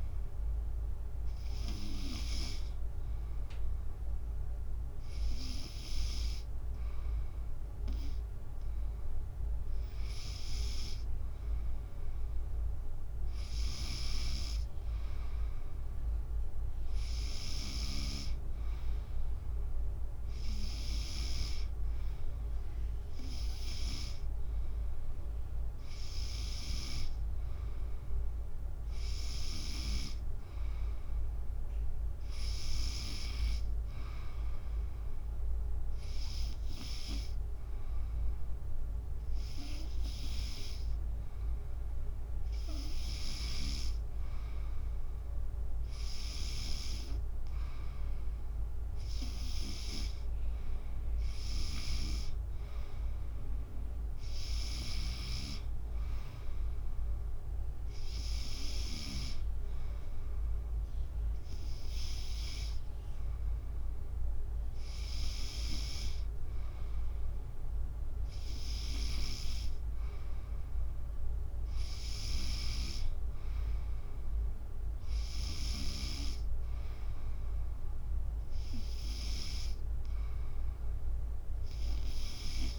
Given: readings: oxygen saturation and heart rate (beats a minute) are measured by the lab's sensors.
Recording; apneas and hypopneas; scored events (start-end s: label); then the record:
breathing in sleep by a room microphone; none
51.50-55.50 s: snoring (device-marked)
From the record:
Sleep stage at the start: N3 (deep sleep); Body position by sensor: on the back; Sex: female